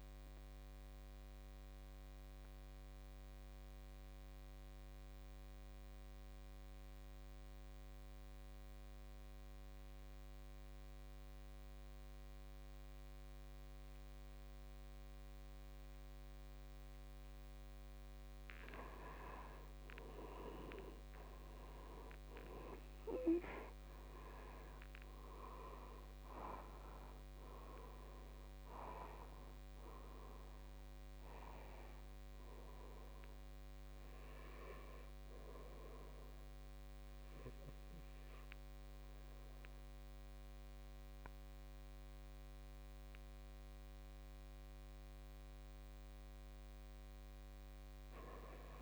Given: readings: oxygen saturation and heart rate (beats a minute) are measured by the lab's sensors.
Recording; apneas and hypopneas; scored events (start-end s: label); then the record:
breathing in sleep by a microphone on the trachea; 1
1.50-17.50 s: obstructive apnea (oxygen 99% before, 84% lowest, heart rate 53 before, 55 extreme, up 8 after)
4.00-48.82 s: oxygen desaturation (device-marked, oxygen 99% before, 84% lowest, heart rate 55 before, 44 extreme)
19.50-24.00 s: arousal
From the record:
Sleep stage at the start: N2 (light sleep); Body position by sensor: on the back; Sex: male